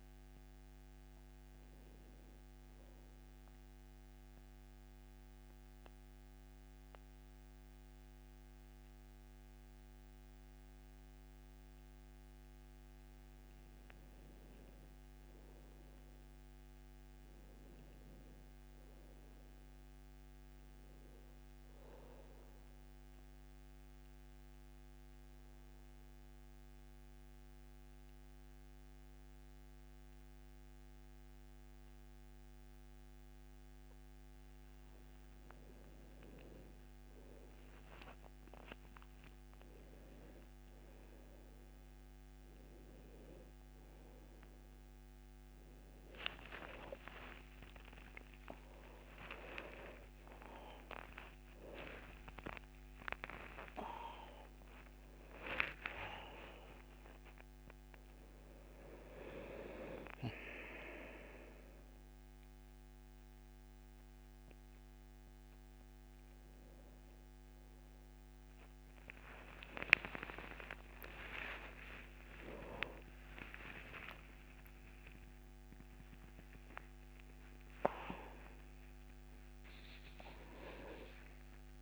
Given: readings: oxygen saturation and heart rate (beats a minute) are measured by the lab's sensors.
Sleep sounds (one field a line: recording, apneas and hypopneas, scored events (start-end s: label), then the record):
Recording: a person partly awake in a sleep study, by a microphone on the trachea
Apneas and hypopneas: 2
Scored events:
2.50-13.50 s: mixed apnea (oxygen 98% before, 90% lowest, heart rate 75 before, 63 extreme, up 8 after)
15.50-18.50 s: arousal
19.50-27.50 s: oxygen desaturation (device-marked, oxygen 98% before, 95% lowest, heart rate 71 before, 66 extreme)
22.50-34.00 s: obstructive apnea (oxygen 98% before, 90% lowest, heart rate 69 before, 68 extreme, up 7 after)
39.50-63.50 s: oxygen desaturation (device-marked, oxygen 97% before, 90% lowest, heart rate 69 before, 72 extreme)
53.50-81.82 s: new sleep stage, awake
From the record:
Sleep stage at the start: N2 (light sleep)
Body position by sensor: on the back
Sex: male